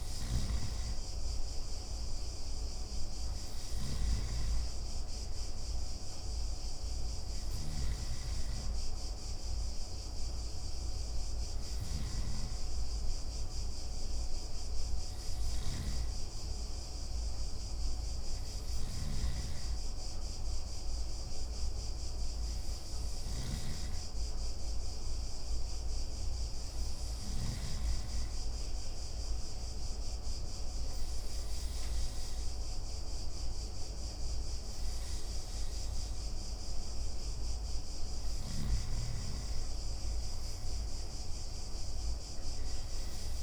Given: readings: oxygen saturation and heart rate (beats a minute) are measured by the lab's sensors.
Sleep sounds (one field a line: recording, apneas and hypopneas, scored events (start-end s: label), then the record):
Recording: breathing in sleep, hard to hear, by a room microphone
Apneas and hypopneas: 1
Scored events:
0.00-1.50 s: arousal
0.00-27.50 s: snoring (device-marked)
17.00-21.50 s: arousal
24.00-37.00 s: hypopnea (oxygen 95% before, 91% lowest)
40.00-43.43 s: arousal
From the record:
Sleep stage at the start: N2 (light sleep)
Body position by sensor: on the back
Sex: male